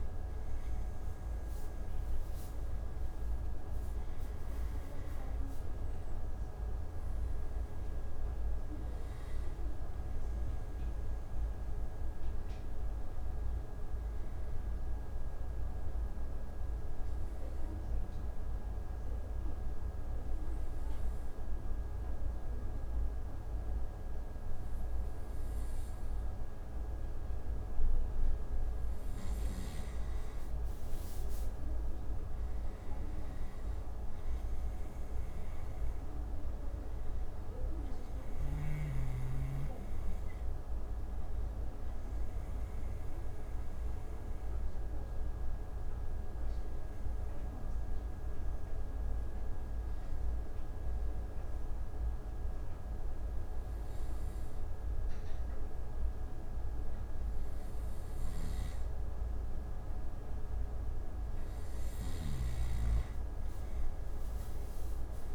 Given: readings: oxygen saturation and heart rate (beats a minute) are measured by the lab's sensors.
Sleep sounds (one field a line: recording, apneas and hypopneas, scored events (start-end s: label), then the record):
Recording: breathing in sleep, hard to hear, by a room microphone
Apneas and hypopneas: 2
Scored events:
6.00-26.00 s: oxygen desaturation (device-marked, oxygen 96% before, 91% lowest)
15.00-28.50 s: obstructive apnea (oxygen 96% before, 91% lowest)
31.50-34.50 s: arousal
39.00-55.00 s: oxygen desaturation (device-marked, oxygen 96% before, 91% lowest)
44.50-59.50 s: obstructive apnea (oxygen 96% before, 91% lowest)
58.00-62.50 s: snoring (device-marked)
61.50-63.50 s: arousal
From the record:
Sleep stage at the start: N2 (light sleep)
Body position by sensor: on the right side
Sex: male